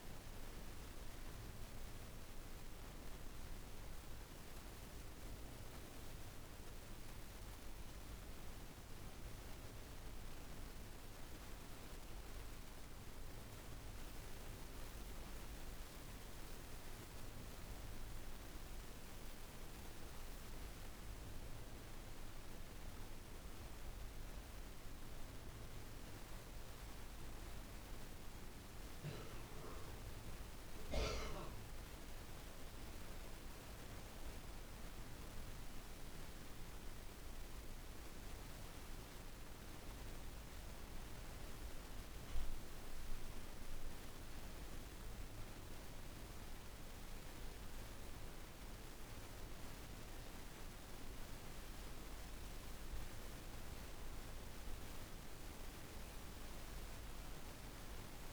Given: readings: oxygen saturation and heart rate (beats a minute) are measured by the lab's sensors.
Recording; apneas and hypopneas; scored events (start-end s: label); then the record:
breathing in sleep, hard to hear, by a room microphone; none
57.50-58.32 s: new sleep stage, awake
From the record:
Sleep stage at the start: N1 (lightest sleep); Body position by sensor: on the back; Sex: female